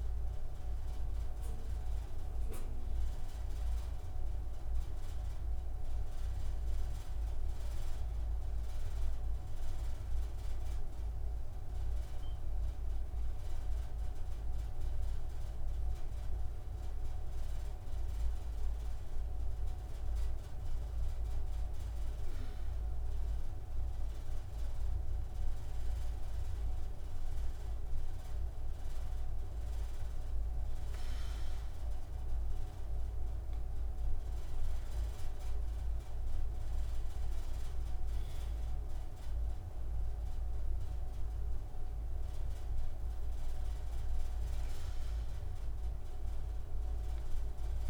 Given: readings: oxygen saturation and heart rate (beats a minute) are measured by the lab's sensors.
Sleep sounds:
breathing in sleep, hard to hear, by a room microphone; 1
0.00-3.00 s: arousal
6.50-20.50 s: hypopnea (oxygen 98% before, 95% lowest)
23.50-27.50 s: arousal
From the record:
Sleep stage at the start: N2 (light sleep); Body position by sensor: on the right side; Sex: male

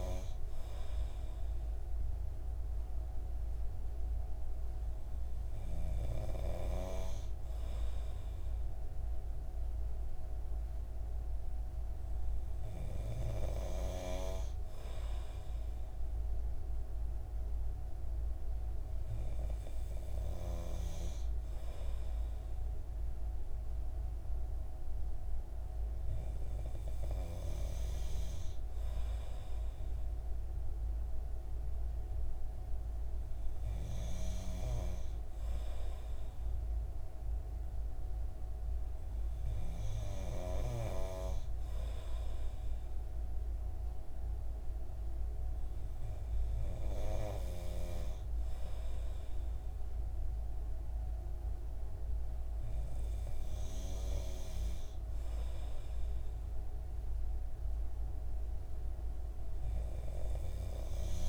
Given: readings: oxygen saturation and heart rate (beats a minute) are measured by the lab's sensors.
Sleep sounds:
breathing in sleep by a room microphone; none
none scored
From the record:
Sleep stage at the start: N2 (light sleep); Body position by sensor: on the right side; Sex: male

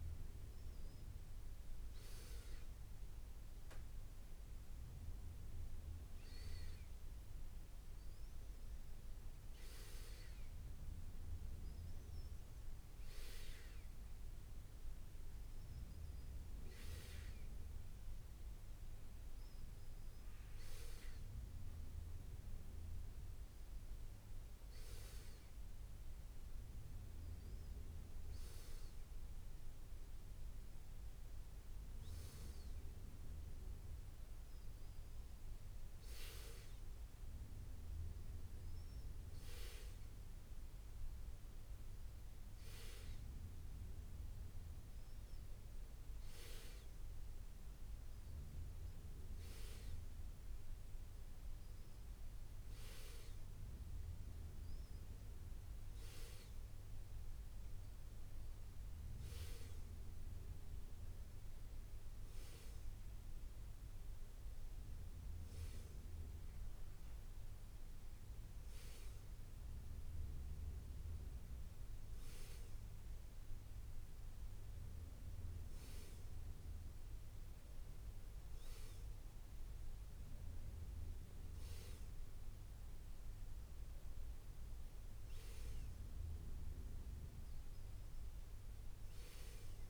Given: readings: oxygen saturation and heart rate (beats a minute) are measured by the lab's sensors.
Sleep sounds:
breathing in sleep, hard to hear, by a room microphone; none
82.00-84.00 s: long interval between heartbeats (device-marked, heart rate 79 before, 81 extreme)
From the record:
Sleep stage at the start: N2 (light sleep); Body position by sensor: on the back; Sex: male

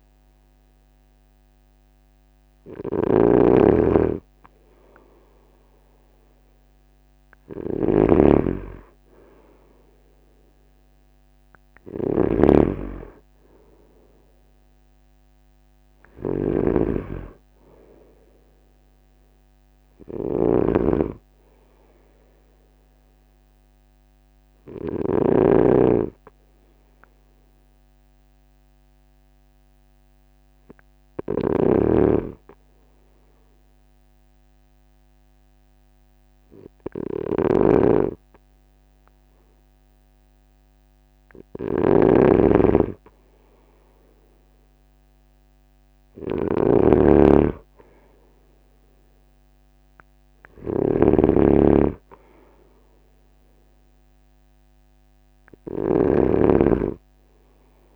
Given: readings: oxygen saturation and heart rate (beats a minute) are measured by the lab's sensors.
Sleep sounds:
breathing in sleep by a microphone on the trachea; 1
0.00-25.00 s: snoring (device-marked)
0.50-2.50 s: long interval between heartbeats (device-marked, heart rate 43 before, 48 extreme)
0.50-5.50 s: arousal
7.00-9.00 s: long interval between heartbeats (device-marked, heart rate 46 before, 37 extreme)
15.50-17.50 s: long interval between heartbeats (device-marked, heart rate 41 before, 48 extreme)
24.50-39.50 s: hypopnea (oxygen 95% before, 94% lowest, heart rate 38 before, 27 extreme, up 10 after)
31.00-57.96 s: snoring (device-marked)
35.00-37.00 s: long interval between heartbeats (device-marked, heart rate 42 before, 46 extreme)
43.50-48.50 s: arousal
55.00-57.00 s: long interval between heartbeats (device-marked, heart rate 36 before, 47 extreme)
From the record:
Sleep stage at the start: N2 (light sleep); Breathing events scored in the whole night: 240 in 4.3 hours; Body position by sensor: on the front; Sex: male

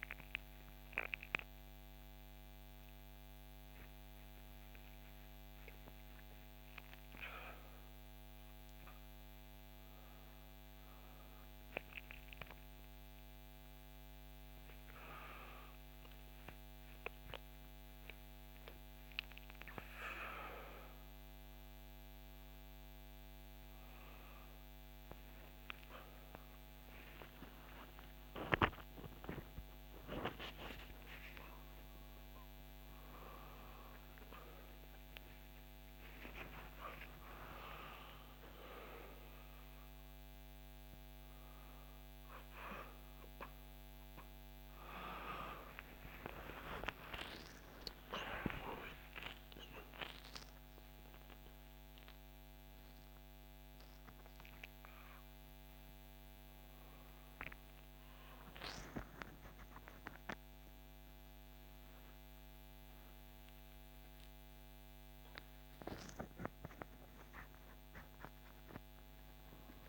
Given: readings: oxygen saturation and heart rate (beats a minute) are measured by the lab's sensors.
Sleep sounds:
a person awake in a sleep study, by a microphone on the trachea; none
none scored
From the record:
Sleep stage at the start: awake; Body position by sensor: on the back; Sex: female

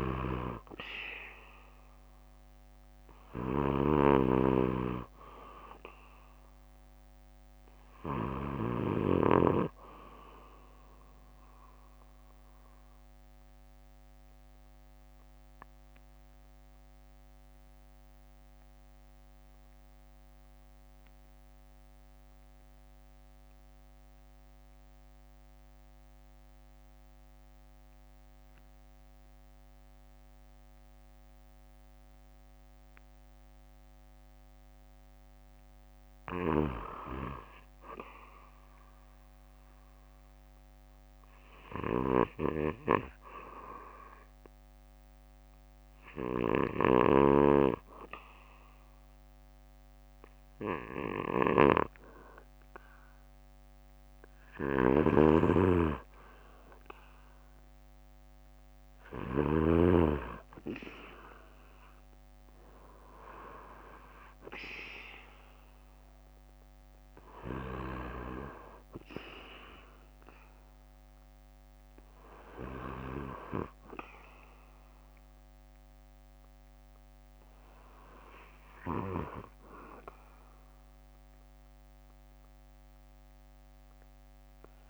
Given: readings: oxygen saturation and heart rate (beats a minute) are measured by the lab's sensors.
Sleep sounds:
breathing in sleep by a microphone on the trachea; 1
0.00-1.00 s: arousal
11.50-34.00 s: obstructive apnea (oxygen 96% before, 89% lowest, heart rate 63 before, 52 extreme, up 9 after)
14.50-17.50 s: bradycardia (device-marked, heart rate 62 before, 57 extreme)
18.50-35.50 s: bradycardia (device-marked, heart rate 62 before, 52 extreme)
20.50-39.50 s: oxygen desaturation (device-marked, oxygen 95% before, 92% lowest, heart rate 63 before, 52 extreme)
36.50-38.50 s: bradycardia (device-marked, heart rate 62 before, 57 extreme)
39.50-43.50 s: arousal
41.50-43.50 s: bradycardia (device-marked, heart rate 62 before, 60 extreme)
49.50-65.50 s: oxygen desaturation (device-marked, oxygen 97% before, 92% lowest, heart rate 58 before, 60 extreme)
55.00-60.00 s: snoring (device-marked)
62.50-67.50 s: arousal
67.50-82.50 s: oxygen desaturation (device-marked, oxygen 94% before, 89% lowest, heart rate 68 before, 56 extreme)
From the record:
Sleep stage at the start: REM sleep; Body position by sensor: on the back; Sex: male

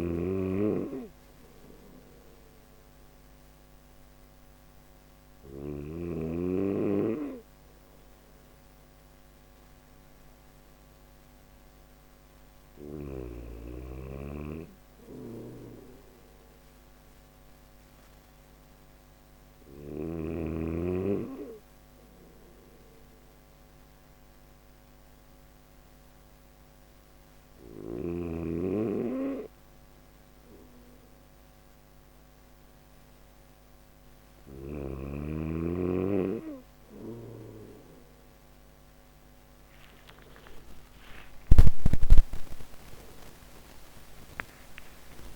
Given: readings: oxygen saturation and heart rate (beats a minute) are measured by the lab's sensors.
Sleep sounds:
breathing in sleep by a microphone on the trachea; none
0.00-4.50 s: snoring (device-marked)
14.00-19.00 s: snoring (device-marked)
From the record:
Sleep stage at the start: N3 (deep sleep); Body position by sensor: on the back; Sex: male

